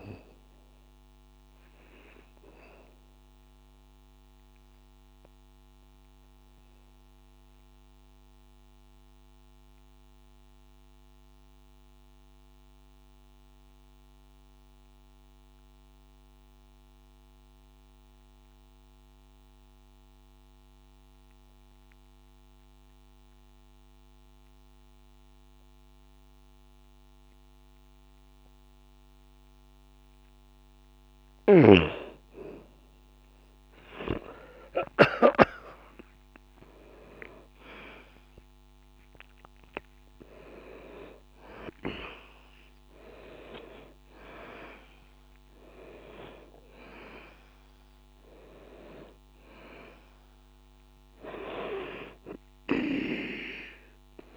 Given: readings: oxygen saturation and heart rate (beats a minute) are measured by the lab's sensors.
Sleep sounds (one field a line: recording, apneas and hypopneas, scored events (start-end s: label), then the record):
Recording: breathing in sleep by a microphone on the trachea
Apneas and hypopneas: 1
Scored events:
0.00-16.50 s: oxygen desaturation (device-marked, oxygen 84% lowest, heart rate 60 extreme)
1.50-31.00 s: obstructive apnea (oxygen 98% before, 81% lowest, heart rate 61 before, 60 extreme, up 4 after)
31.50-35.50 s: snoring (device-marked)
34.50-39.50 s: arousal
36.50-54.37 s: oxygen desaturation (device-marked, oxygen 97% before, 81% lowest, heart rate 60 before, 60 extreme)
From the record:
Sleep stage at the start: N2 (light sleep)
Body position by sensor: on the back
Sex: male